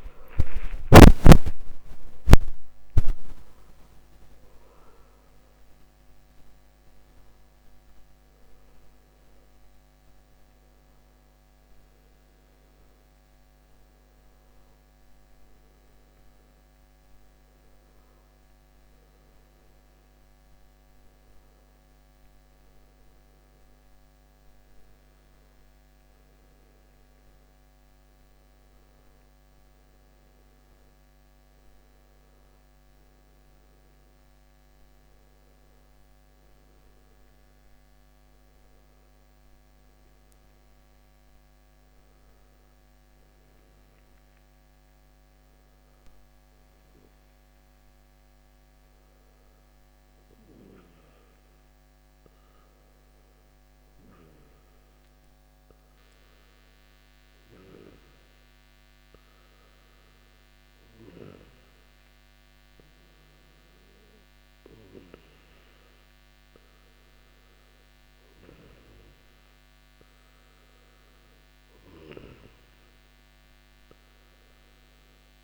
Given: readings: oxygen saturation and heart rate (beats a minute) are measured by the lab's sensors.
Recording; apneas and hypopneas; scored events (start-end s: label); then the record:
breathing in sleep by a microphone on the trachea; 1
25.50-30.00 s: arousal
34.50-47.00 s: obstructive apnea (oxygen 96% before, 90% lowest, heart rate 71 before, 64 extreme, up 0 after)
48.50-52.00 s: arousal
53.00-75.44 s: oxygen desaturation (device-marked, oxygen 96% before, 90% lowest, heart rate 67 before, 62 extreme)
From the record:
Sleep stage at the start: N2 (light sleep); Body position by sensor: on the back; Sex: male